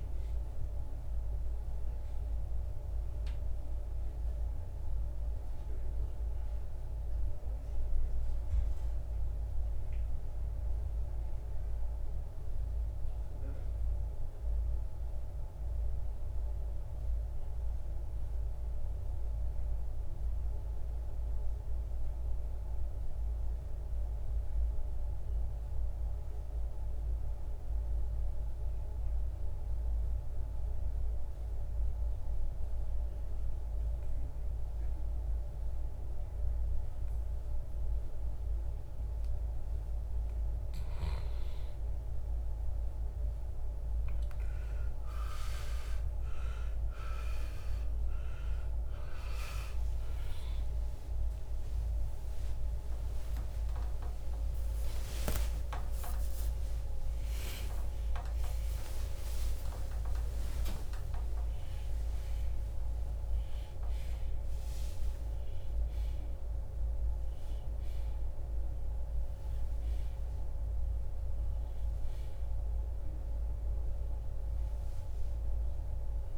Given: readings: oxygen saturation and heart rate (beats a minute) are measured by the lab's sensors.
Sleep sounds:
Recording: a person partly awake in a sleep study, hard to hear, by a room microphone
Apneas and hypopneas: 1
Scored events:
12.00-40.50 s: mixed apnea (oxygen 94% before, 84% lowest, heart rate 73 before, 48 extreme, up 22 after)
44.00-74.00 s: new sleep stage, awake
74.00-76.38 s: new sleep stage, N1 (lightest sleep)
From the record:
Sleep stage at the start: N2 (light sleep)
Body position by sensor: on the back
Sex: male

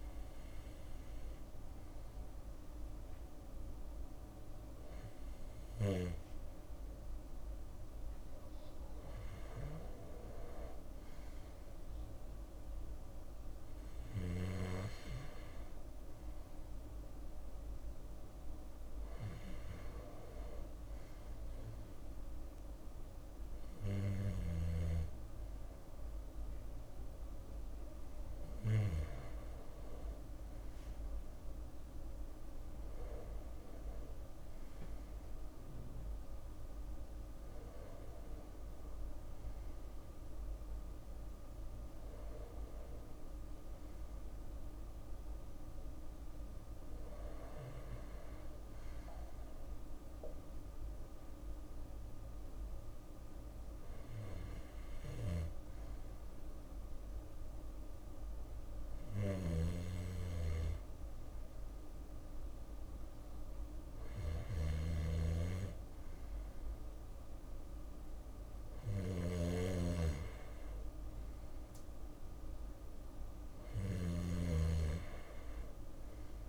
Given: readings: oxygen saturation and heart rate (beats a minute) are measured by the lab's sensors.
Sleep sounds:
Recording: breathing in sleep by a room microphone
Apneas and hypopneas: none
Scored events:
40.00-43.00 s: arousal
48.50-76.49 s: new sleep stage, N2 (light sleep)
58.00-73.00 s: snoring (device-marked)
From the record:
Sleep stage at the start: N1 (lightest sleep)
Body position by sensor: on the left side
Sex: male

